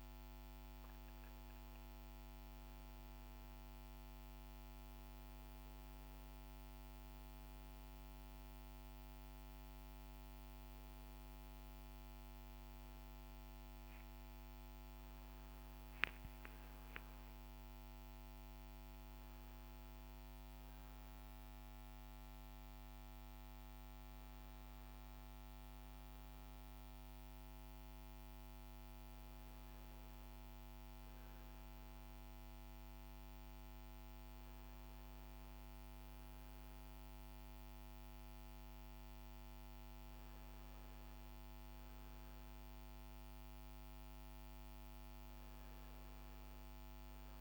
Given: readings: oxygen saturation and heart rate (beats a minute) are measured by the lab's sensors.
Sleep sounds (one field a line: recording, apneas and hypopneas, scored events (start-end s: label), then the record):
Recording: breathing in sleep, hard to hear, by a microphone on the trachea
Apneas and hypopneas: none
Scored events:
none scored
From the record:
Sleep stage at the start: N1 (lightest sleep)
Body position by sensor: on the front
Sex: male